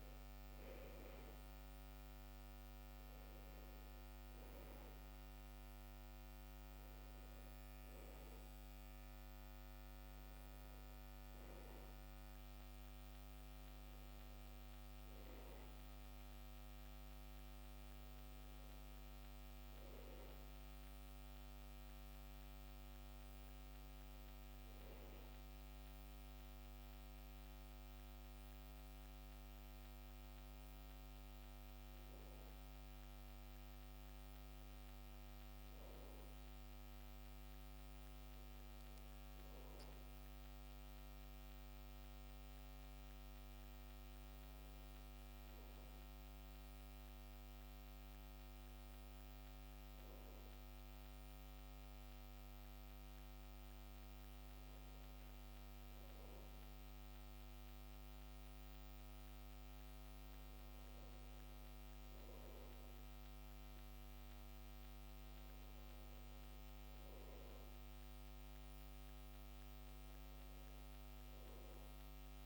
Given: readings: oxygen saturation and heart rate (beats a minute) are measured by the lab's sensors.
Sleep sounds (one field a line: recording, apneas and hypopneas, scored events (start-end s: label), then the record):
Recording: breathing in sleep, hard to hear, by a microphone on the trachea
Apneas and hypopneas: none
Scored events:
0.00-31.50 s: oxygen desaturation (device-marked, oxygen 88% lowest, heart rate 64 extreme)
21.50-26.00 s: arousal
64.50-72.46 s: new sleep stage, awake
From the record:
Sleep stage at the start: N2 (light sleep)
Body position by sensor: on the back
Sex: male